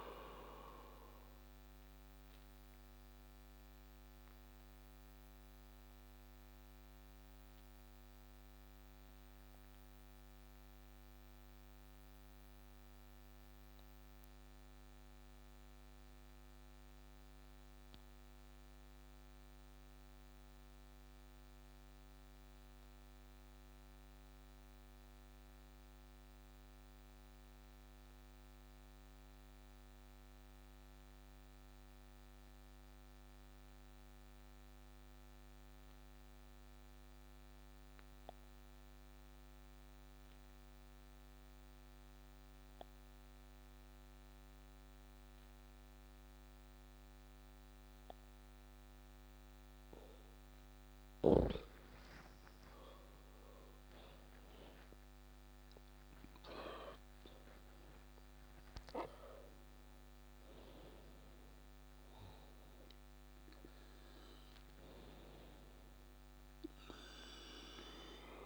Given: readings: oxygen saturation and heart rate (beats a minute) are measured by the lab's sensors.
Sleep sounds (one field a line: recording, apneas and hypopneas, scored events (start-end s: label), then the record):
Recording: breathing in sleep by a microphone on the trachea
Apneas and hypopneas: 1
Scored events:
1.50-47.50 s: obstructive apnea (oxygen 98% before, 91% lowest)
14.00-23.00 s: oxygen desaturation (device-marked, oxygen 94% before, 91% lowest)
43.00-54.00 s: oxygen desaturation (device-marked, oxygen 97% before, 94% lowest)
52.50-58.50 s: arousal
From the record:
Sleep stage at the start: N2 (light sleep)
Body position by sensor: on the back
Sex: male